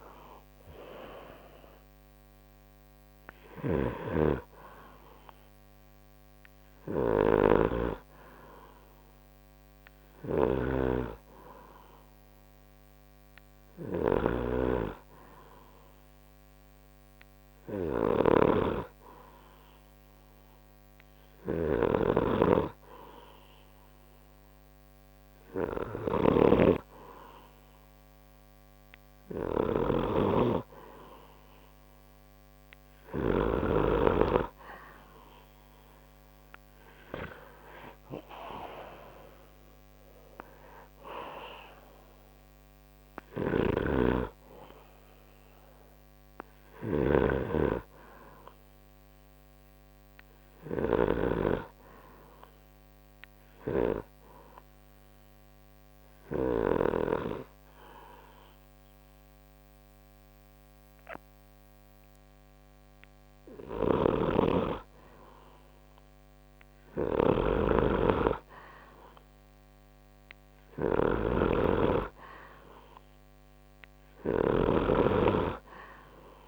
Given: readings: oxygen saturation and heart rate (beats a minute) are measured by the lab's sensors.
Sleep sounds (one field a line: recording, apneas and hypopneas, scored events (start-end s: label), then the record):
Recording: breathing in sleep by a microphone on the trachea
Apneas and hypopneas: 2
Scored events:
0.00-2.50 s: oxygen desaturation (device-marked, oxygen 93% lowest)
3.50-33.50 s: snoring (device-marked)
13.00-26.50 s: hypopnea (oxygen 96% before, 91% lowest)
28.00-31.00 s: arousal
28.50-48.50 s: oxygen desaturation (device-marked, oxygen 95% before, 91% lowest)
43.00-57.00 s: snoring (device-marked)
54.00-65.00 s: hypopnea (oxygen 95% before, 92% lowest)
63.50-76.48 s: snoring (device-marked)
66.50-70.00 s: arousal
From the record:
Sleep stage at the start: N2 (light sleep)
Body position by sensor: on the right side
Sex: male